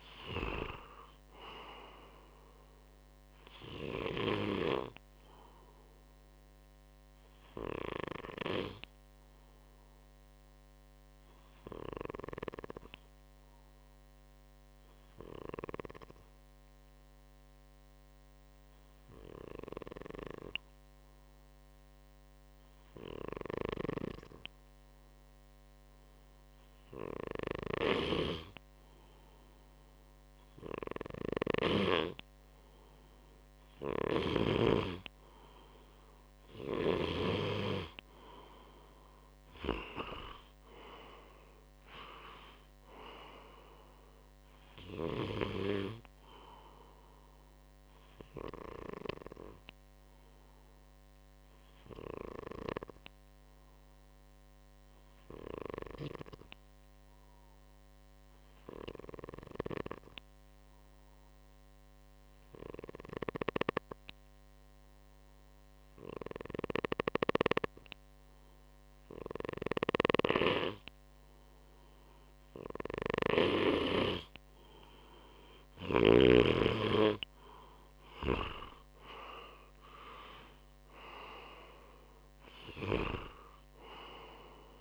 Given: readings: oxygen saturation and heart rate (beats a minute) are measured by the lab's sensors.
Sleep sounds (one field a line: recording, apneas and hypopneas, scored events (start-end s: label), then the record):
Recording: breathing in sleep by a microphone on the trachea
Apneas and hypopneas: 2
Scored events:
0.00-16.50 s: oxygen desaturation (device-marked, oxygen 94% lowest, heart rate 60 extreme)
5.50-26.50 s: obstructive apnea (oxygen 98% before, 93% lowest, heart rate 63 before, 60 extreme, up 0 after)
28.50-31.50 s: arousal
33.50-37.00 s: snoring (device-marked)
48.00-70.00 s: obstructive apnea (oxygen 98% before, 93% lowest, heart rate 64 before, 60 extreme, up 4 after)
70.50-84.81 s: oxygen desaturation (device-marked, oxygen 97% before, 93% lowest, heart rate 61 before, 60 extreme)
72.50-76.00 s: snoring (device-marked)
76.00-80.50 s: arousal
From the record:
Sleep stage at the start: N2 (light sleep)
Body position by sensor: on the right side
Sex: male